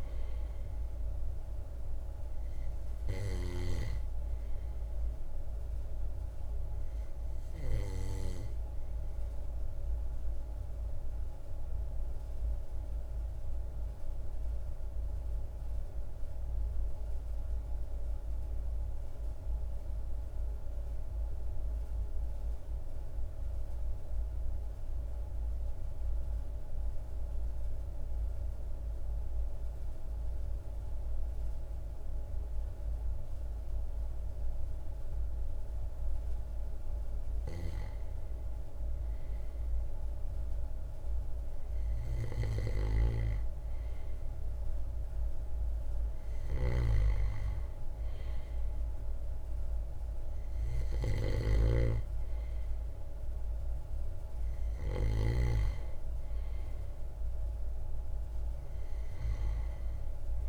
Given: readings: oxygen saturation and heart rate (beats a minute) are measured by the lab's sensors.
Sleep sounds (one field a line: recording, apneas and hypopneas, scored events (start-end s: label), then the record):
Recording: breathing in sleep by a room microphone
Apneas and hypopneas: 1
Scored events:
0.00-3.00 s: snoring (device-marked)
10.50-36.50 s: obstructive apnea (oxygen 98% before, 94% lowest, heart rate 42 before, 40 extreme, up 1 after)
37.50-43.50 s: arousal
45.50-54.50 s: snoring (device-marked)
52.00-60.49 s: oxygen desaturation (device-marked, oxygen 97% before, 94% lowest, heart rate 41 before, 40 extreme)
From the record:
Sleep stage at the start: N2 (light sleep)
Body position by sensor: on the back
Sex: male